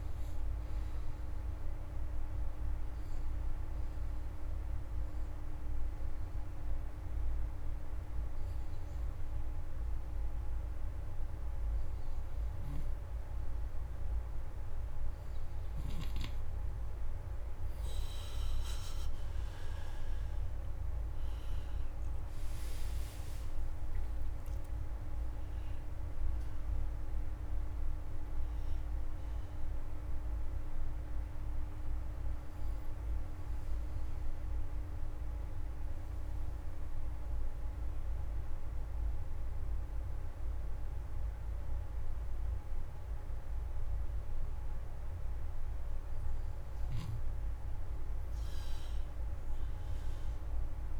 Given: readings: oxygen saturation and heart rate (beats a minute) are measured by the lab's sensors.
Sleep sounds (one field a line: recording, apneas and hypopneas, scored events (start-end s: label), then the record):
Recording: breathing in sleep, hard to hear, by a room microphone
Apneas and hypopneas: 2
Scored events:
0.00-13.00 s: oxygen desaturation (device-marked, oxygen 86% lowest)
3.50-15.00 s: obstructive apnea (oxygen 95% before, 86% lowest)
17.00-21.00 s: arousal
22.00-49.00 s: oxygen desaturation (device-marked, oxygen 96% before, 87% lowest)
33.50-46.50 s: obstructive apnea (oxygen 96% before, 86% lowest)
49.00-51.00 s: arousal
From the record:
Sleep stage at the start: N2 (light sleep)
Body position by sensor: on the back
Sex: male